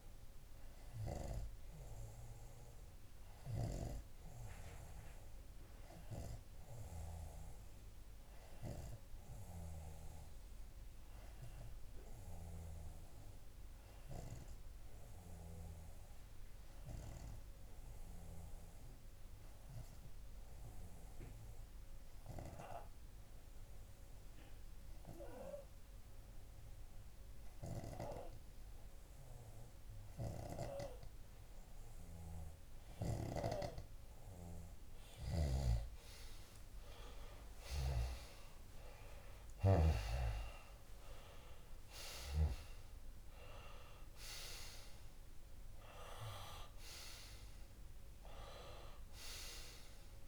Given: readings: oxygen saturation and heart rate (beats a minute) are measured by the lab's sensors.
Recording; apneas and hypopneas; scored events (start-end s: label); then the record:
breathing in sleep by a room microphone; 1
5.50-32.00 s: obstructive apnea (oxygen 99% before, 95% lowest)
35.50-40.50 s: arousal
From the record:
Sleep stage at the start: N2 (light sleep); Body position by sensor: on the left side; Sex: male